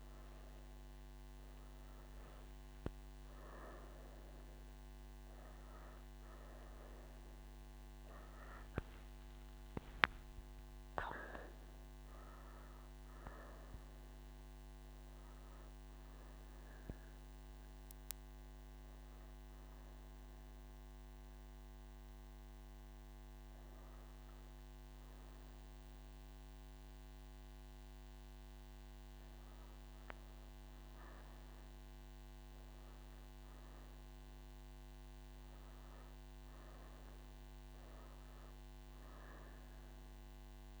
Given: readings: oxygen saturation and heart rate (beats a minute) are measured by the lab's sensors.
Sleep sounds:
breathing in sleep, hard to hear, by a microphone on the trachea; none
0.00-6.00 s: oxygen desaturation (device-marked, oxygen 94% lowest)
From the record:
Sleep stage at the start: N3 (deep sleep); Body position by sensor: on the right side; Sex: female

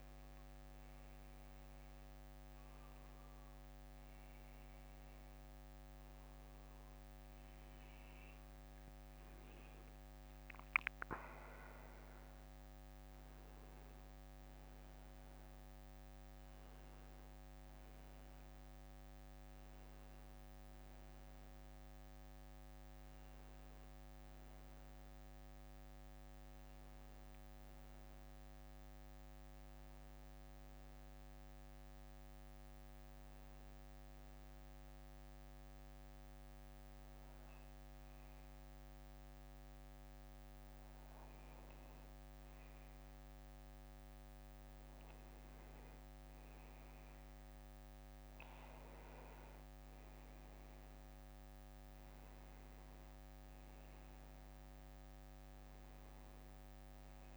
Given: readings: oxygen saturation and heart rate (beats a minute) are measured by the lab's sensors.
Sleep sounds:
breathing in sleep, hard to hear, by a microphone on the trachea; 1
10.00-14.50 s: arousal
28.00-38.00 s: bradycardia (device-marked, heart rate 63 before, 57 extreme)
31.50-42.00 s: hypopnea (oxygen 94% before, 92% lowest, heart rate 69 before, 56 extreme, up 12 after)
39.00-41.00 s: bradycardia (device-marked, heart rate 63 before, 57 extreme)
46.00-50.00 s: arousal
49.00-57.37 s: oxygen desaturation (device-marked, oxygen 97% before, 92% lowest, heart rate 60 before, 56 extreme)
From the record:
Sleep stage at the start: N2 (light sleep); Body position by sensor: on the back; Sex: male

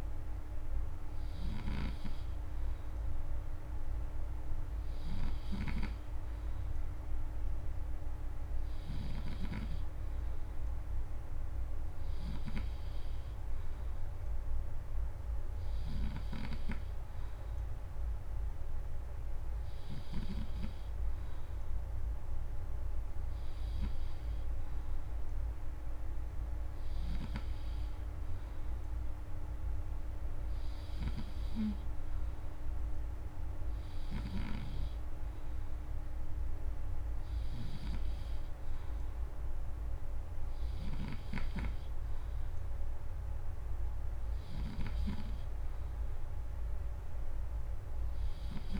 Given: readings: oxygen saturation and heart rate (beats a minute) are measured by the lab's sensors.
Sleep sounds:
breathing in sleep by a room microphone; none
0.00-9.00 s: snoring (device-marked)
15.50-20.00 s: snoring (device-marked)
From the record:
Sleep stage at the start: N3 (deep sleep); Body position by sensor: on the back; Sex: male

